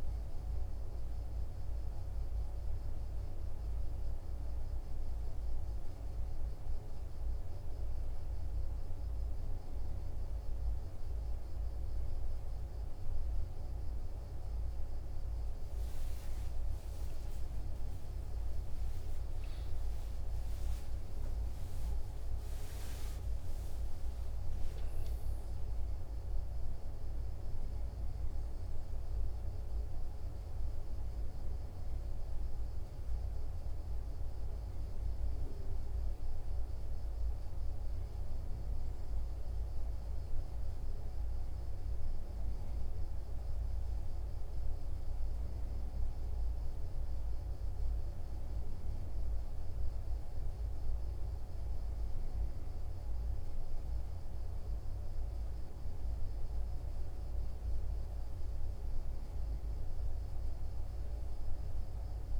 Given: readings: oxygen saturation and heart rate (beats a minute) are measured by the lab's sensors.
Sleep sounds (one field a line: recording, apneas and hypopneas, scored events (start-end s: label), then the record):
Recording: breathing in sleep, hard to hear, by a room microphone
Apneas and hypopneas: none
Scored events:
none scored
From the record:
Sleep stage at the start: N1 (lightest sleep)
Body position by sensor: on the right side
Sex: male